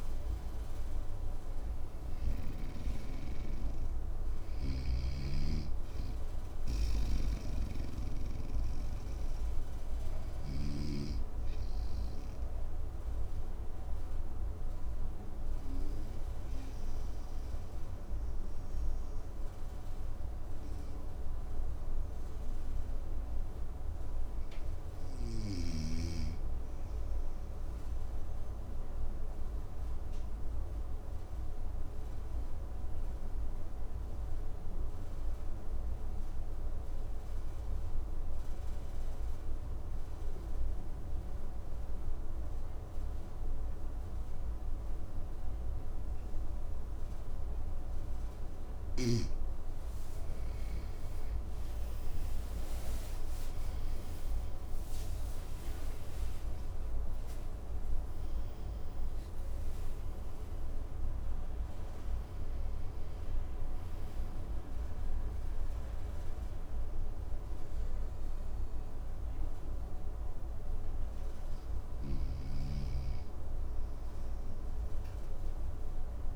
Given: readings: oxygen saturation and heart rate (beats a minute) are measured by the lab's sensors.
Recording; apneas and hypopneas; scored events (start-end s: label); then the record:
breathing in sleep, hard to hear, by a room microphone; 1
4.50-10.50 s: snoring (device-marked)
12.50-46.50 s: obstructive apnea (oxygen 99% before, 92% lowest, heart rate 63 before, 54 extreme, up 9 after)
40.50-63.50 s: oxygen desaturation (device-marked, oxygen 99% before, 92% lowest, heart rate 55 before, 55 extreme)
49.50-54.50 s: arousal
72.00-76.36 s: snoring (device-marked)
From the record:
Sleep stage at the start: N2 (light sleep); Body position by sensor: on the right side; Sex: male